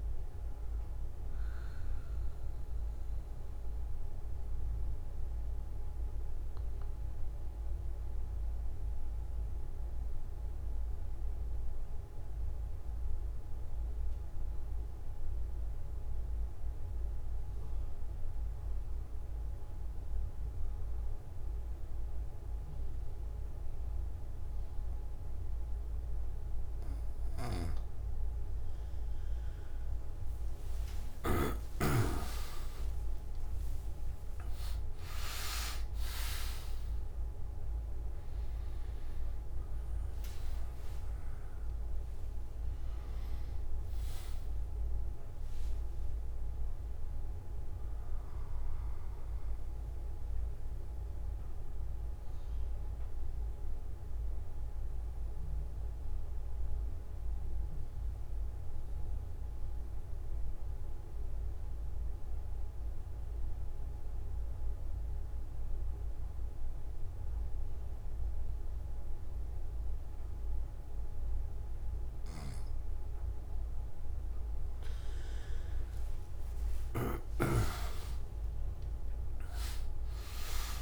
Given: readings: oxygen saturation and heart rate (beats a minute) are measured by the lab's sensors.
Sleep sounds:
breathing in sleep by a room microphone; 2
0.00-16.00 s: oxygen desaturation (device-marked, oxygen 91% lowest)
4.00-28.50 s: mixed apnea (oxygen 100% before, 91% lowest)
27.50-31.50 s: snoring (device-marked)
32.00-58.00 s: oxygen desaturation (device-marked, oxygen 100% before, 93% lowest)
49.50-74.50 s: mixed apnea (oxygen 100% before, 92% lowest)
76.00-80.81 s: oxygen desaturation (device-marked, oxygen 100% before, 92% lowest)
From the record:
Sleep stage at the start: N1 (lightest sleep); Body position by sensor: on the back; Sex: male

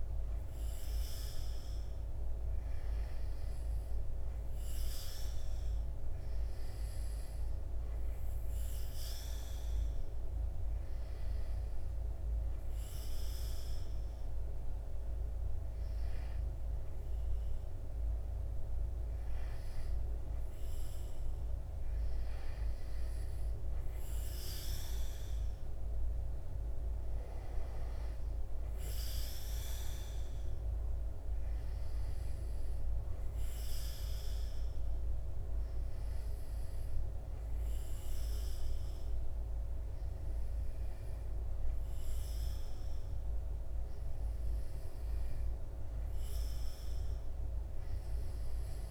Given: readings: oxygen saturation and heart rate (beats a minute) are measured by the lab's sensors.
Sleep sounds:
breathing in sleep, hard to hear, by a room microphone; none
none scored
From the record:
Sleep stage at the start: N2 (light sleep); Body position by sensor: on the back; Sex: male

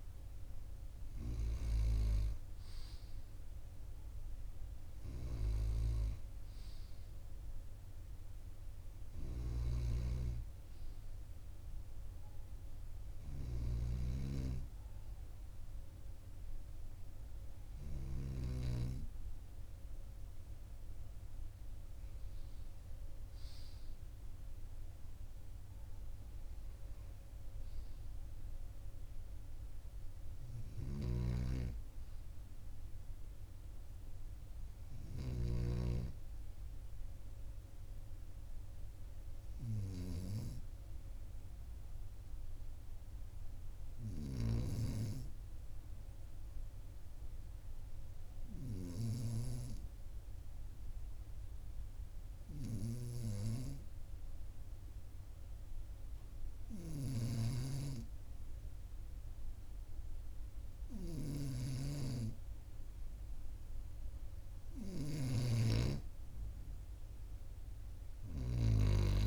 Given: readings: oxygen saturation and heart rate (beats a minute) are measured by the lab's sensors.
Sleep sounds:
breathing in sleep by a room microphone; 1
9.00-18.50 s: snoring (device-marked)
30.50-35.00 s: snoring (device-marked)
48.50-61.00 s: hypopnea (oxygen 98% before, 95% lowest, heart rate 43 before, 43 extreme, up 0 after)
60.50-68.00 s: snoring (device-marked)
63.00-66.00 s: arousal
From the record:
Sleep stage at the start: N2 (light sleep); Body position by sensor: on the right side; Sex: male

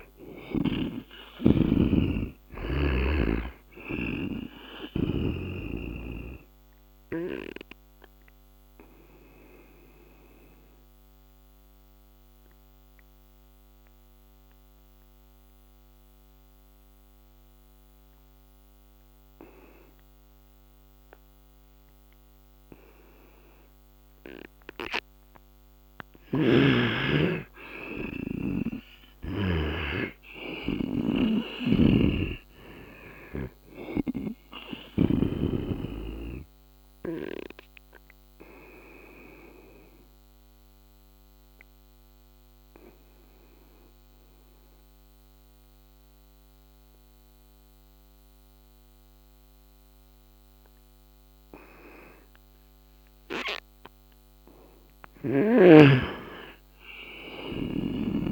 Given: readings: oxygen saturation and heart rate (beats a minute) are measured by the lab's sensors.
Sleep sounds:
breathing in sleep by a microphone on the trachea; 2
0.00-1.50 s: arousal
0.00-3.00 s: oxygen desaturation (device-marked, oxygen 89% lowest, heart rate 69 extreme)
7.00-25.50 s: obstructive apnea (oxygen 98% before, 87% lowest, heart rate 79 before, 67 extreme, up 9 after)
17.00-29.00 s: oxygen desaturation (device-marked, oxygen 95% before, 87% lowest, heart rate 77 before, 67 extreme)
25.50-29.00 s: snoring (device-marked)
27.50-31.00 s: arousal
31.00-34.50 s: snoring (device-marked)
37.50-53.50 s: obstructive apnea (oxygen 97% before, 88% lowest, heart rate 75 before, 67 extreme, up 11 after)
51.00-58.32 s: oxygen desaturation (device-marked, oxygen 94% before, 89% lowest, heart rate 74 before, 69 extreme)
55.00-58.32 s: arousal
57.00-58.32 s: snoring (device-marked)
From the record:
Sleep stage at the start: N2 (light sleep); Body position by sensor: on the right side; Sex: male

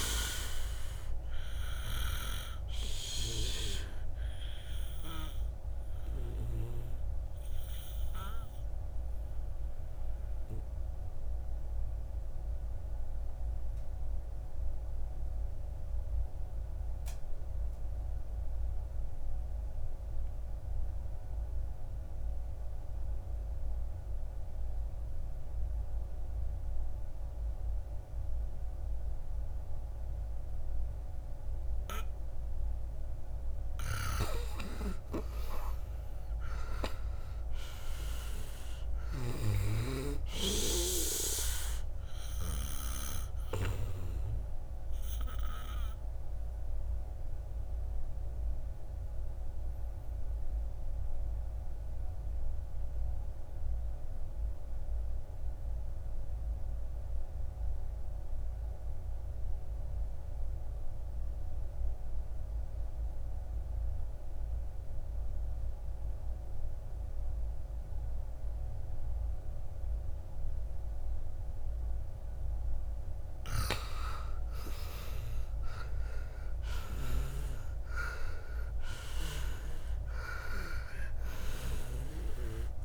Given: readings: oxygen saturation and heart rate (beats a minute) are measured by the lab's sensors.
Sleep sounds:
breathing in sleep by a room microphone; 2
0.00-12.00 s: oxygen desaturation (device-marked, oxygen 76% lowest, heart rate 53 extreme)
0.50-31.50 s: obstructive apnea (oxygen 98% before, 76% lowest, heart rate 66 before, 53 extreme, up 13 after)
30.00-55.00 s: oxygen desaturation (device-marked, oxygen 98% before, 78% lowest, heart rate 56 before, 55 extreme)
34.50-38.50 s: arousal
43.50-71.50 s: obstructive apnea (oxygen 98% before, 76% lowest, heart rate 65 before, 55 extreme, up 11 after)
66.00-82.85 s: oxygen desaturation (device-marked, oxygen 97% before, 76% lowest, heart rate 59 before, 57 extreme)
74.00-77.50 s: arousal
From the record:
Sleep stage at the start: N2 (light sleep); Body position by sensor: on the back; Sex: male

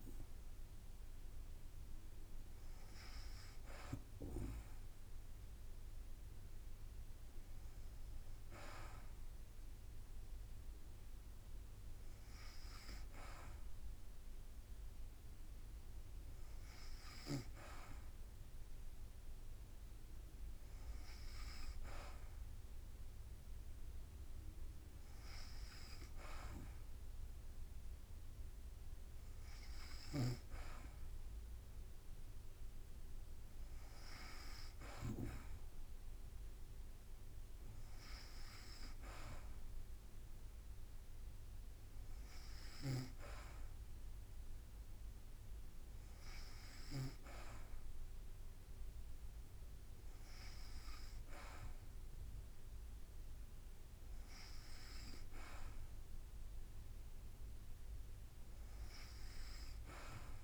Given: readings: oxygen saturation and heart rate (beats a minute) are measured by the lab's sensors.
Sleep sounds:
breathing in sleep by a room microphone; none
none scored
From the record:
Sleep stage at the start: N2 (light sleep); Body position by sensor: on the back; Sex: female

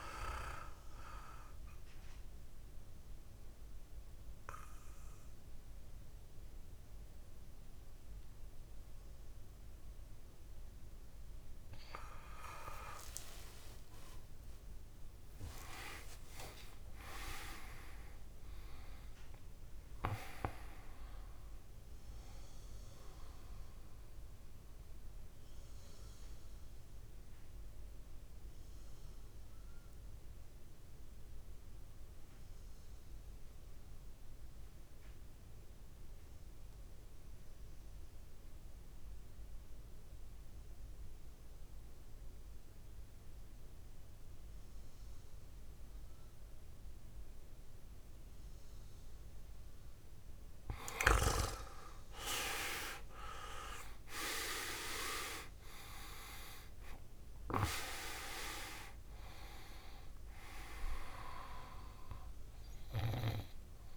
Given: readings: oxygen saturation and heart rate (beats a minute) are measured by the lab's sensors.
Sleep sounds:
breathing in sleep by a room microphone; 2
0.00-18.50 s: oxygen desaturation (device-marked, oxygen 87% lowest, heart rate 53 extreme)
1.50-13.00 s: obstructive apnea (oxygen 100% before, 87% lowest, heart rate 64 before, 53 extreme, up 40 after)
14.00-19.00 s: arousal
23.50-50.00 s: mixed apnea (oxygen 100% before, 87% lowest, heart rate 73 before, 53 extreme, up 23 after)
43.50-63.97 s: oxygen desaturation (device-marked, oxygen 99% before, 87% lowest, heart rate 57 before, 58 extreme)
51.50-55.00 s: arousal
From the record:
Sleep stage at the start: N2 (light sleep); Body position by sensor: on the back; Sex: male

